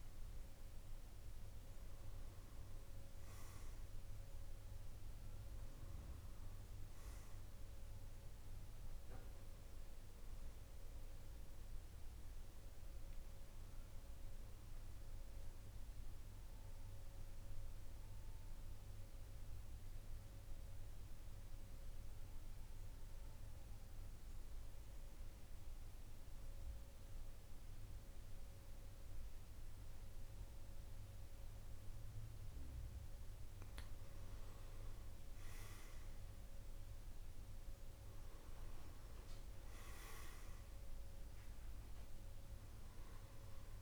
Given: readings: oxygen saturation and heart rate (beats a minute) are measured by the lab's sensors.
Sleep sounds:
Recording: breathing in sleep, hard to hear, by a room microphone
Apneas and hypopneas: 1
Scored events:
0.00-12.50 s: oxygen desaturation (device-marked, oxygen 93% lowest, heart rate 48 extreme)
16.00-33.00 s: mixed apnea (oxygen 99% before, 93% lowest, heart rate 56 before, 48 extreme, up 8 after)
32.50-43.82 s: oxygen desaturation (device-marked, oxygen 99% before, 93% lowest, heart rate 51 before, 49 extreme)
34.50-37.50 s: arousal
From the record:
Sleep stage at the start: N2 (light sleep)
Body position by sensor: on the back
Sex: male

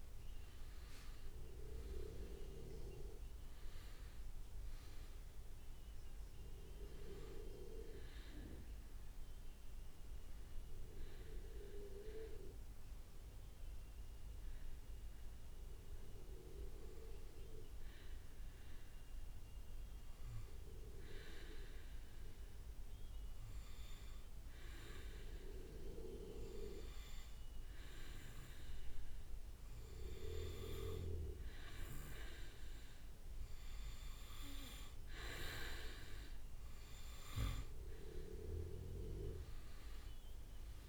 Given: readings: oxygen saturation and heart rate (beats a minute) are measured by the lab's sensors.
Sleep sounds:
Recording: breathing in sleep by a room microphone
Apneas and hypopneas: 1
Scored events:
0.00-1.00 s: arousal
0.00-16.00 s: oxygen desaturation (device-marked, oxygen 94% lowest, heart rate 67 extreme)
18.00-32.00 s: obstructive apnea (oxygen 98% before, 94% lowest, heart rate 70 before, 67 extreme, up 5 after)
33.00-40.89 s: oxygen desaturation (device-marked, oxygen 98% before, 94% lowest, heart rate 68 before, 64 extreme)
38.50-40.89 s: arousal
From the record:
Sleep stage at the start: N2 (light sleep)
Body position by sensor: on the back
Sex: male

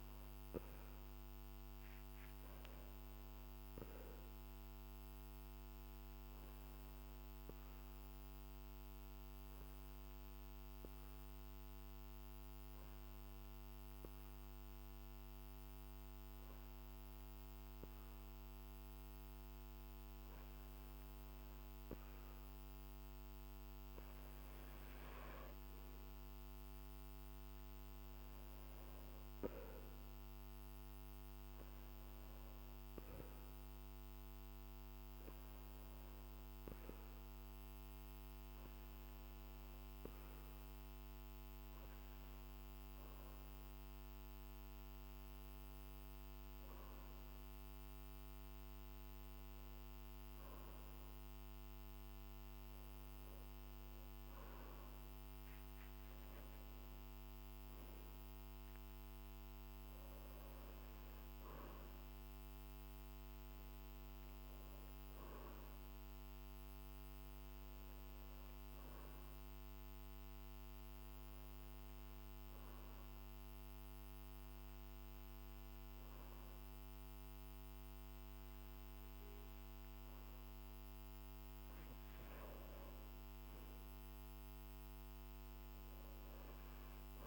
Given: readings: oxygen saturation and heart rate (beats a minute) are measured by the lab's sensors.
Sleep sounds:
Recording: breathing in sleep, hard to hear, by a microphone on the trachea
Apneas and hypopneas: 1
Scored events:
4.50-21.50 s: hypopnea (oxygen 94% before, 93% lowest, heart rate 53 before, 48 extreme, up 7 after)
25.50-28.50 s: arousal
From the record:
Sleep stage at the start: N2 (light sleep)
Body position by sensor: on the back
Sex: male

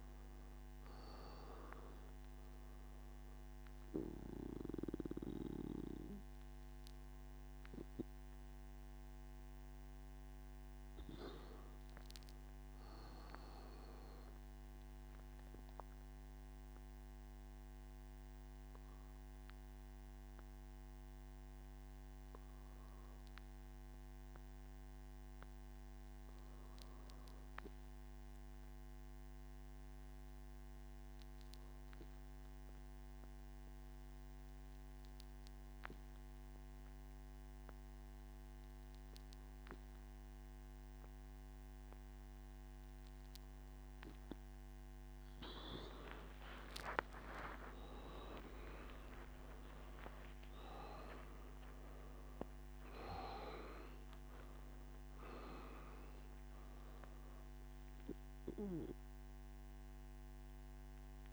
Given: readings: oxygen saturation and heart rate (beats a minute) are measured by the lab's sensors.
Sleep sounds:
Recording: breathing in sleep by a microphone on the trachea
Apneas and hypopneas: none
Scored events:
none scored
From the record:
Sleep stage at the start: N1 (lightest sleep)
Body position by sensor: on the back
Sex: male

